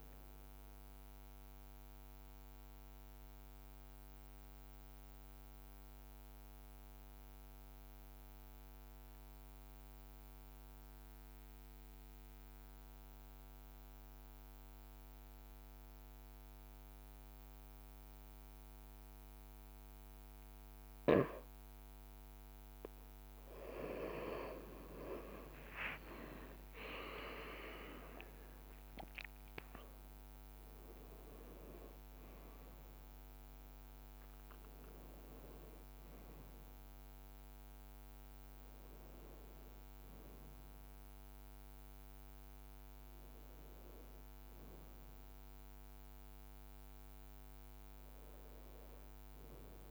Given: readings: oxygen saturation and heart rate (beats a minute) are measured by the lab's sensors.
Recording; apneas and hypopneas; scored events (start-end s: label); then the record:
breathing in sleep by a microphone on the trachea; 1
0.00-7.00 s: oxygen desaturation (device-marked, oxygen 93% lowest, heart rate 52 extreme)
2.00-23.00 s: obstructive apnea (oxygen 96% before, 93% lowest, heart rate 57 before, 52 extreme, up 8 after)
25.00-30.00 s: arousal
26.00-30.00 s: leg movement (device-marked)
From the record:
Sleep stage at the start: N2 (light sleep); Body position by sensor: on the right side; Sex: male